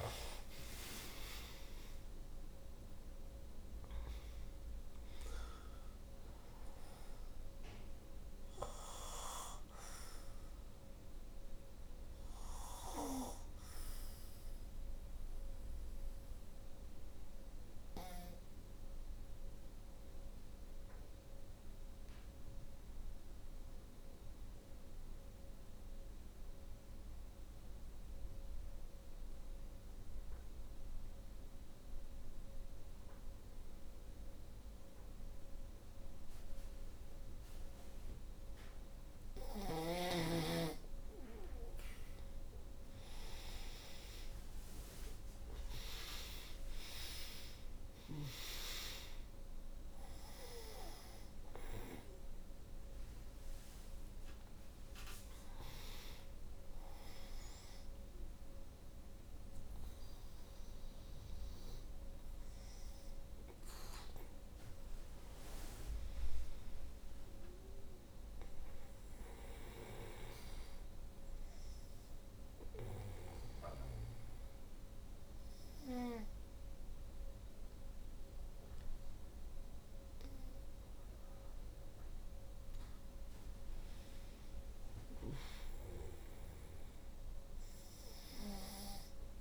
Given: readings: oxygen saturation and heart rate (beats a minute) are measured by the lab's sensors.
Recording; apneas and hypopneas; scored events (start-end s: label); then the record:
breathing in sleep by a room microphone; 2
0.00-3.50 s: arousal
0.00-37.00 s: oxygen desaturation (device-marked, oxygen 85% lowest, heart rate 50 extreme)
9.50-39.50 s: obstructive apnea (oxygen 96% before, 82% lowest, heart rate 68 before, 50 extreme, up 9 after)
42.00-47.00 s: arousal
51.00-88.00 s: oxygen desaturation (device-marked, oxygen 95% before, 82% lowest, heart rate 61 before, 52 extreme)
68.50-83.50 s: obstructive apnea (oxygen 97% before, 82% lowest, heart rate 60 before, 55 extreme, up 7 after)
From the record:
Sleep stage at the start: N2 (light sleep); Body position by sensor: on the back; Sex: female